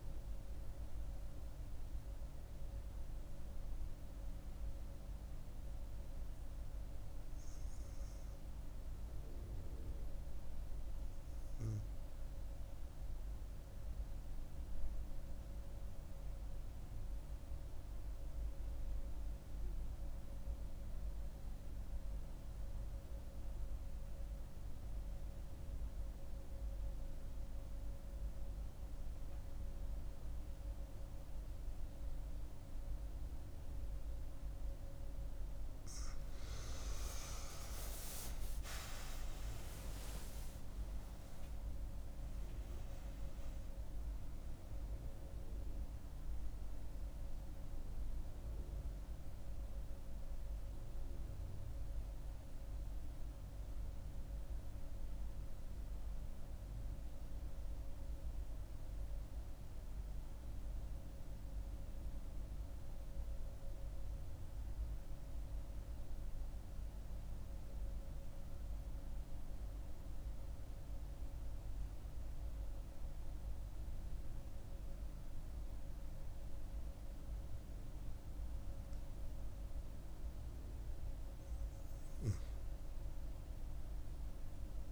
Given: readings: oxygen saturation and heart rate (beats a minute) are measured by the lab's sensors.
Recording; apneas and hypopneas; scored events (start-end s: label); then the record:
breathing in sleep, hard to hear, by a room microphone; 2
5.50-9.50 s: arousal
13.00-34.00 s: mixed apnea (oxygen 98% before, 92% lowest, heart rate 71 before, 63 extreme, up 7 after)
31.50-63.50 s: oxygen desaturation (device-marked, oxygen 98% before, 92% lowest, heart rate 66 before, 63 extreme)
36.50-41.00 s: arousal
62.00-78.50 s: mixed apnea (oxygen 96% before, 94% lowest, heart rate 76 before, 63 extreme, up 8 after)
80.50-83.50 s: arousal
From the record:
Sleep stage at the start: N2 (light sleep); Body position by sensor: on the right side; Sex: female